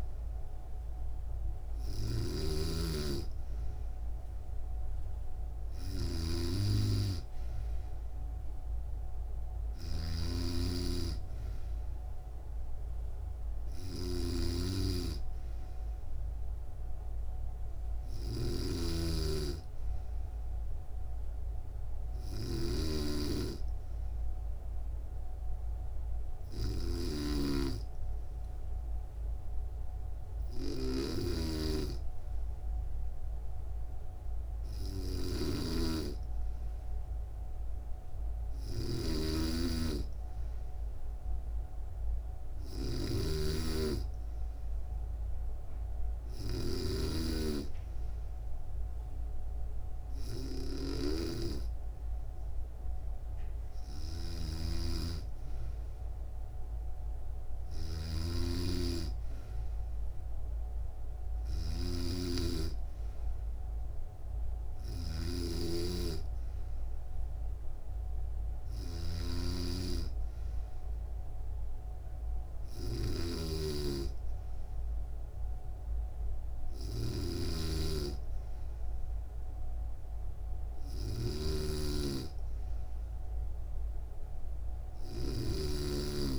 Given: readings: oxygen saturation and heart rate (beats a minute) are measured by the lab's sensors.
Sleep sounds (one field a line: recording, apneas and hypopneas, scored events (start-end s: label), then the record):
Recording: breathing in sleep by a room microphone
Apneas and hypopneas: none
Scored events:
0.00-86.38 s: snoring (device-marked)
From the record:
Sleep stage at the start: N2 (light sleep)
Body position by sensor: on the back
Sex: female